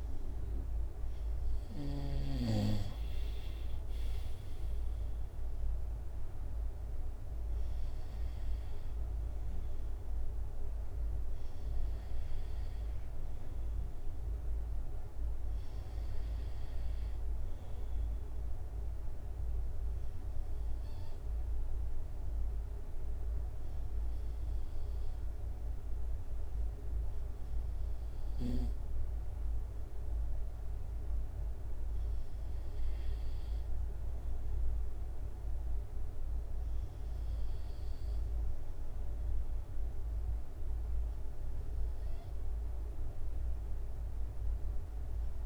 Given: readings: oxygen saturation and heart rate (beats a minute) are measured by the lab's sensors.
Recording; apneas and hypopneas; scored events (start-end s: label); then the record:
breathing in sleep, hard to hear, by a room microphone; none
0.00-2.50 s: snoring (device-marked)
3.00-14.00 s: drop in pulse transit time (device-marked, heart rate 68 before, 67 extreme)
From the record:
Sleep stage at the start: N2 (light sleep); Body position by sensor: on the right side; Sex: male